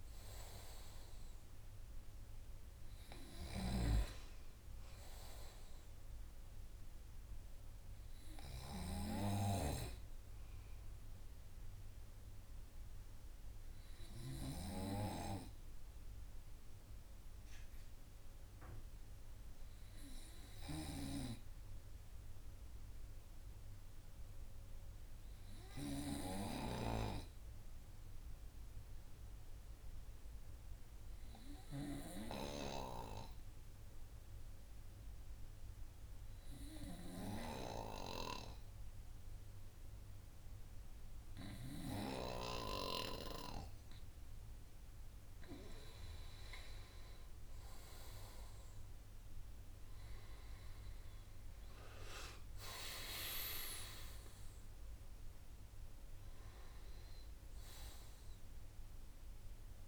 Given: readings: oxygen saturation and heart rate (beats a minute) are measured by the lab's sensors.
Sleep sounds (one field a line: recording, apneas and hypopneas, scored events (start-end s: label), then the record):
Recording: breathing in sleep by a room microphone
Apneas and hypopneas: 1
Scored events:
18.00-41.00 s: hypopnea (oxygen 98% before, 95% lowest, heart rate 53 before, 50 extreme, up 3 after)
48.50-52.50 s: arousal
From the record:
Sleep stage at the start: N2 (light sleep)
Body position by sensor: on the right side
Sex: male